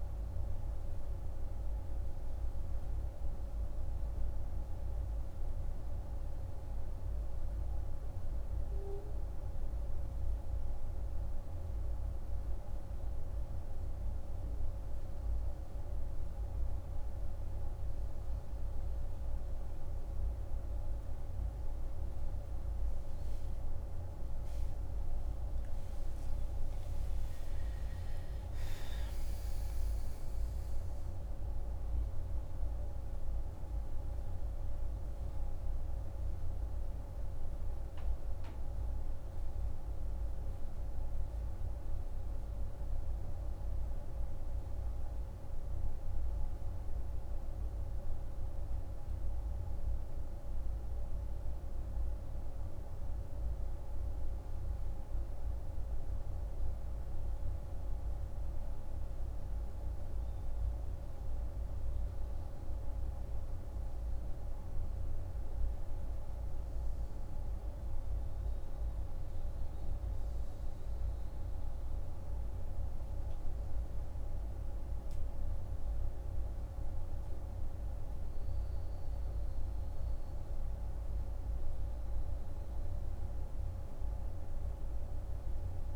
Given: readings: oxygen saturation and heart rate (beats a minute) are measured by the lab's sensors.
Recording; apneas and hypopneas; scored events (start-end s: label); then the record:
breathing in sleep, hard to hear, by a room microphone; none
23.00-29.00 s: arousal
32.50-85.96 s: new sleep stage, N2 (light sleep)
From the record:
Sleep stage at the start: N1 (lightest sleep); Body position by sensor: on the right side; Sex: male